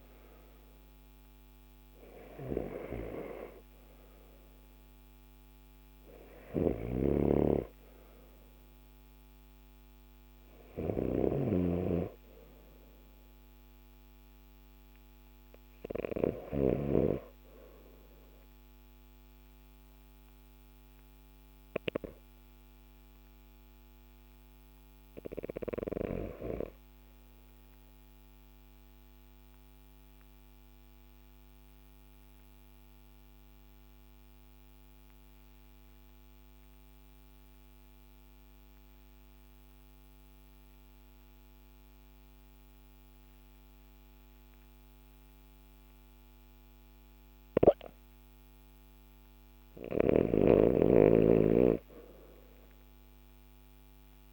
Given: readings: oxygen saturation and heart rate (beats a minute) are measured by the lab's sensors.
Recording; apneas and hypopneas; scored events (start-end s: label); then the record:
breathing in sleep by a microphone on the trachea; 1
0.00-27.00 s: oxygen desaturation (device-marked, oxygen 96% before, 91% lowest, heart rate 53 before, 49 extreme)
6.00-16.50 s: snoring (device-marked)
27.00-48.00 s: obstructive apnea (oxygen 96% before, 90% lowest, heart rate 53 before, 49 extreme, up 3 after)
49.50-54.33 s: snoring (device-marked)
51.50-54.33 s: arousal
From the record:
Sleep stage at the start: REM sleep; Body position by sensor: on the left side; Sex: male